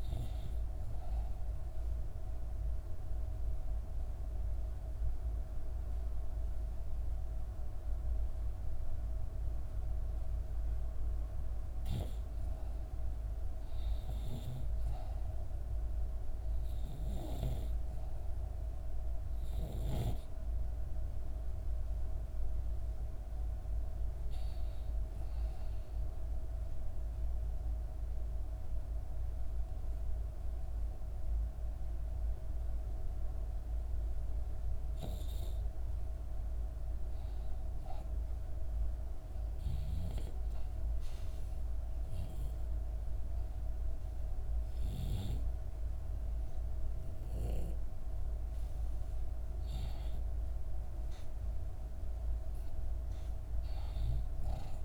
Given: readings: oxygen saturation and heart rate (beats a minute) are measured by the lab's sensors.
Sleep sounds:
breathing in sleep by a room microphone; 2
0.50-11.00 s: obstructive apnea (oxygen 95% before, 88% lowest, heart rate 66 before, 67 extreme, up 1 after)
13.50-17.50 s: arousal
25.00-36.00 s: obstructive apnea (oxygen 94% before, 88% lowest, heart rate 68 before, 67 extreme, up 4 after)
39.00-43.50 s: arousal
47.00-54.00 s: oxygen desaturation (device-marked, oxygen 92% before, 88% lowest, heart rate 69 before, 70 extreme)
From the record:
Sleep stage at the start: REM sleep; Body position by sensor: on the back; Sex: female

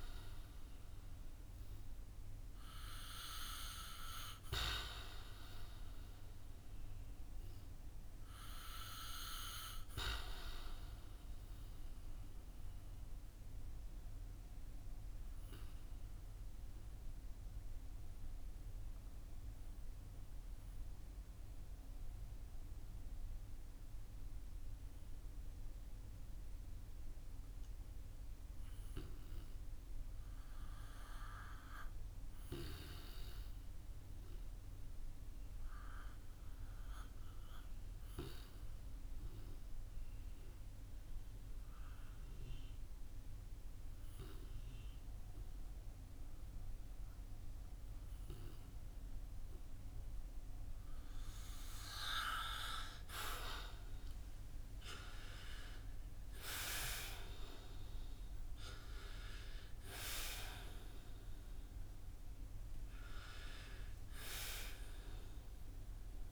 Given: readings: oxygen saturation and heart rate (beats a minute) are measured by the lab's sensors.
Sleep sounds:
breathing in sleep by a room microphone; 1
0.00-32.00 s: oxygen desaturation (device-marked, oxygen 84% lowest, heart rate 49 extreme)
12.00-50.50 s: obstructive apnea (oxygen 93% before, 84% lowest, heart rate 59 before, 49 extreme, up 12 after)
53.00-58.50 s: arousal
53.00-66.32 s: oxygen desaturation (device-marked, oxygen 94% before, 85% lowest, heart rate 59 before, 52 extreme)
From the record:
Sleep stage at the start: REM sleep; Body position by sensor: on the back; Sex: male

